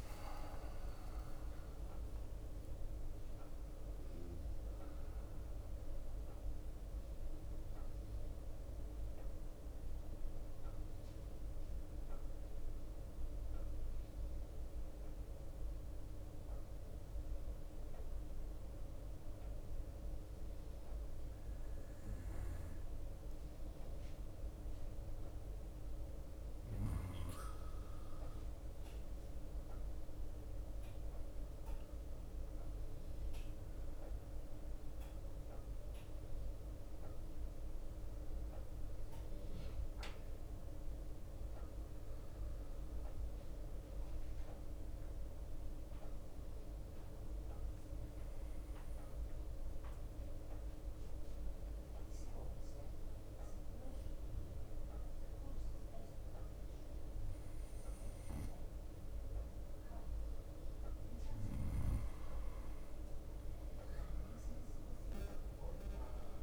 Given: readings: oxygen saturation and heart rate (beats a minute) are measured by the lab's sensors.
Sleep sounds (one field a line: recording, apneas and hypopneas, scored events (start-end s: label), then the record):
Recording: breathing in sleep, hard to hear, by a room microphone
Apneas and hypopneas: 2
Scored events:
0.00-7.50 s: drop in pulse transit time (device-marked, heart rate 61 extreme)
8.50-55.50 s: bradycardia (device-marked, heart rate 65 before, 54 extreme)
10.00-25.50 s: mixed apnea (oxygen 94% before, 91% lowest, heart rate 73 before, 54 extreme, up 3 after)
27.50-31.00 s: arousal
33.50-56.50 s: oxygen desaturation (device-marked, oxygen 96% before, 91% lowest, heart rate 56 before, 54 extreme)
44.50-58.00 s: obstructive apnea (oxygen 96% before, 91% lowest, heart rate 56 before, 54 extreme, up 5 after)
55.50-66.43 s: drop in pulse transit time (device-marked, heart rate 57 before, 58 extreme)
56.50-58.50 s: bradycardia (device-marked, heart rate 66 before, 59 extreme)
61.50-66.43 s: bradycardia (device-marked, heart rate 65 before, 54 extreme)
62.50-66.00 s: arousal
From the record:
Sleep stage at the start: N2 (light sleep)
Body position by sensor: on the right side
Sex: male